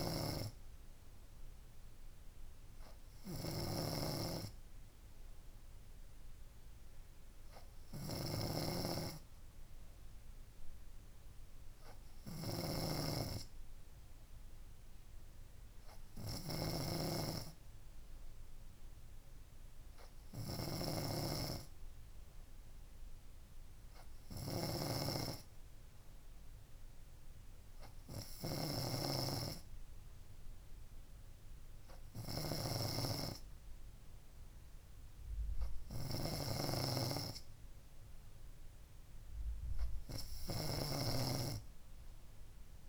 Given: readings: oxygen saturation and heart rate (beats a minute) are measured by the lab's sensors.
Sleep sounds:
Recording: breathing in sleep by a room microphone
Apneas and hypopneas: none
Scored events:
7.00-9.00 s: long interval between heartbeats (device-marked, heart rate 66 before, 81 extreme)
11.50-13.50 s: long interval between heartbeats (device-marked, heart rate 70 before, 79 extreme)
15.50-17.50 s: long interval between heartbeats (device-marked, heart rate 73 before, 84 extreme)
27.00-29.00 s: long interval between heartbeats (device-marked, heart rate 75 before, 73 extreme)
41.00-42.89 s: snoring (device-marked)
From the record:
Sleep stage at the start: N3 (deep sleep)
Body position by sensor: on the front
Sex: female

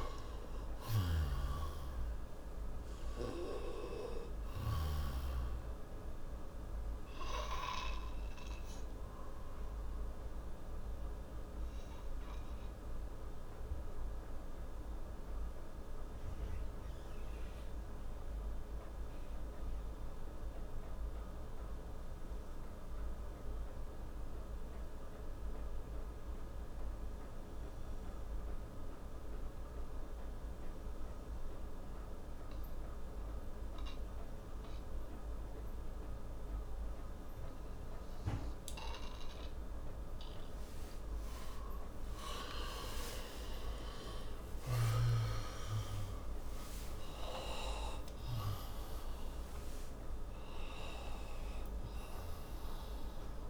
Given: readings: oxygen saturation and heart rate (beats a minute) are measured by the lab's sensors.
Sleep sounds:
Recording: breathing in sleep by a room microphone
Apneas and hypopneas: 1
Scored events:
0.00-24.00 s: oxygen desaturation (device-marked, oxygen 91% lowest)
7.00-40.00 s: obstructive apnea (oxygen 98% before, 90% lowest)
42.50-47.50 s: arousal
50.00-53.50 s: oxygen desaturation (device-marked, oxygen 97% before, 90% lowest)
From the record:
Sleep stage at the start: N2 (light sleep)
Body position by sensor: on the right side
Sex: male

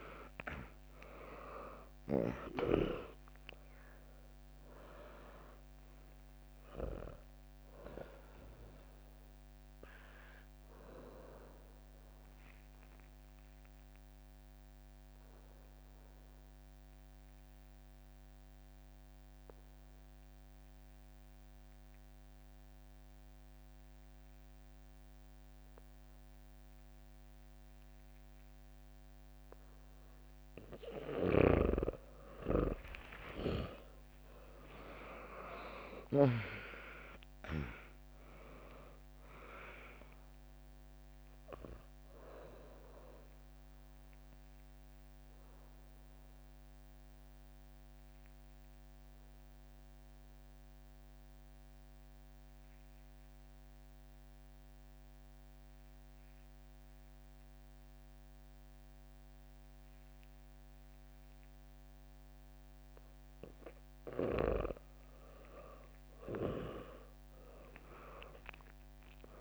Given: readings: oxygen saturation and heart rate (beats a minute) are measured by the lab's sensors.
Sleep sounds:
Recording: breathing in sleep by a microphone on the trachea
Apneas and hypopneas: 2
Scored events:
0.00-2.00 s: arousal
0.00-10.50 s: drop in pulse transit time (device-marked, heart rate 59 extreme)
1.50-22.50 s: oxygen desaturation (device-marked, oxygen 100% before, 96% lowest, heart rate 67 before, 59 extreme)
8.50-30.50 s: obstructive apnea (oxygen 100% before, 95% lowest, heart rate 64 before, 59 extreme, up 3 after)
33.00-37.50 s: arousal
35.50-47.50 s: drop in pulse transit time (device-marked, heart rate 69 before, 63 extreme)
37.50-46.50 s: oxygen desaturation (device-marked, oxygen 99% before, 95% lowest, heart rate 68 before, 62 extreme)
43.50-64.00 s: obstructive apnea (oxygen 100% before, 95% lowest, heart rate 66 before, 61 extreme, up 8 after)
66.00-68.50 s: arousal
67.50-69.41 s: drop in pulse transit time (device-marked, heart rate 64 before, 63 extreme)
From the record:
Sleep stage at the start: N2 (light sleep)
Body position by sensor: on the back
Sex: female

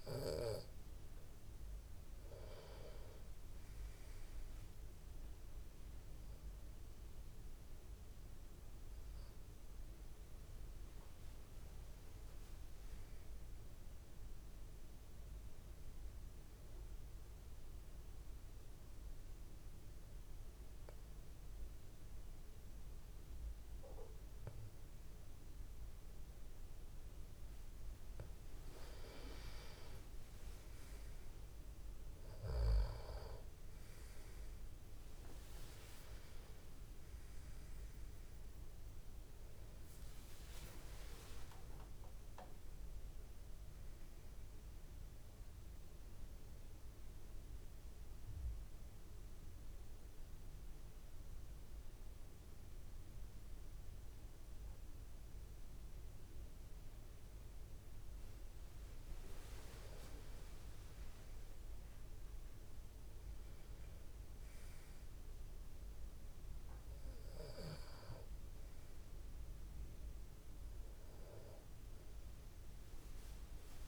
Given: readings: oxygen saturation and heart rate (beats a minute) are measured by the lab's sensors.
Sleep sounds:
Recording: breathing in sleep by a room microphone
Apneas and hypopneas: 2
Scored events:
16.00-28.00 s: obstructive apnea (oxygen 97% before, 91% lowest)
30.00-33.50 s: arousal
34.50-55.50 s: oxygen desaturation (device-marked, oxygen 96% before, 91% lowest)
49.00-59.50 s: obstructive apnea (oxygen 96% before, 92% lowest)
61.00-64.00 s: arousal
From the record:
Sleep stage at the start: N2 (light sleep)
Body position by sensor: on the back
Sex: male

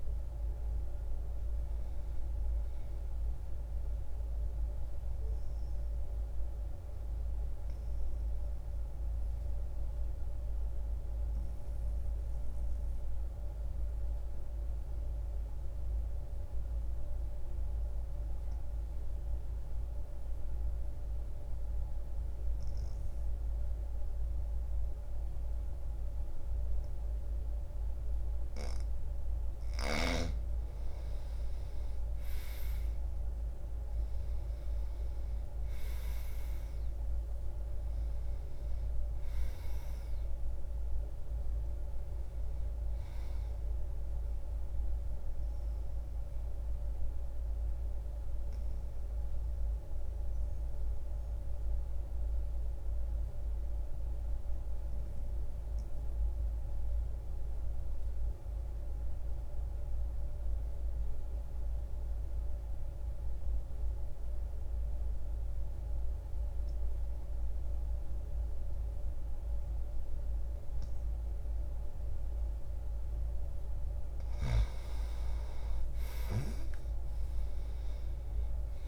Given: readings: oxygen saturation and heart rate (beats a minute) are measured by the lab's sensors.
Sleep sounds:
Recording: breathing in sleep, hard to hear, by a room microphone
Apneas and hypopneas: 2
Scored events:
0.00-25.50 s: oxygen desaturation (device-marked, oxygen 82% lowest, heart rate 60 extreme)
4.50-28.50 s: obstructive apnea (oxygen 98% before, 82% lowest, heart rate 63 before, 59 extreme, up 0 after)
30.50-35.00 s: arousal
31.50-65.50 s: oxygen desaturation (device-marked, oxygen 98% before, 85% lowest, heart rate 62 before, 59 extreme)
45.50-72.50 s: mixed apnea (oxygen 98% before, 85% lowest, heart rate 60 before, 60 extreme, up 12 after)
75.50-78.88 s: oxygen desaturation (device-marked, oxygen 98% before, 90% lowest, heart rate 64 before, 61 extreme)
From the record:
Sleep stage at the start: N2 (light sleep)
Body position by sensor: on the back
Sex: male

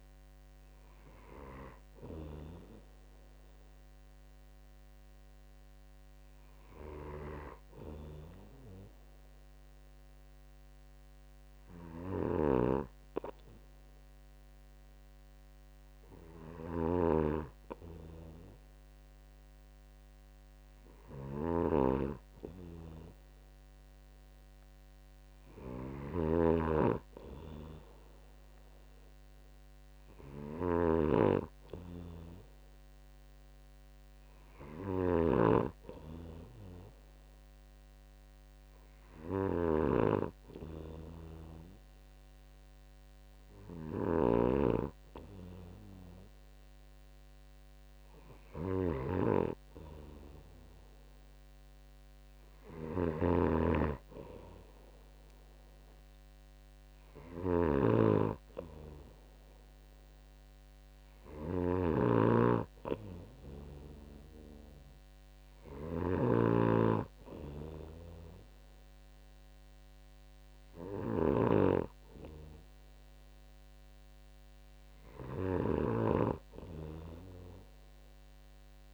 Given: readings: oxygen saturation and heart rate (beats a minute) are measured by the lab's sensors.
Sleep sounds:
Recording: breathing in sleep by a microphone on the trachea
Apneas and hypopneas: 1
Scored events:
10.00-26.00 s: hypopnea (oxygen 98% before, 94% lowest, heart rate 64 before, 63 extreme, up 2 after)
13.00-78.94 s: snoring (device-marked)
29.50-33.00 s: arousal
From the record:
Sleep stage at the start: N2 (light sleep)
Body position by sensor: on the right side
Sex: male

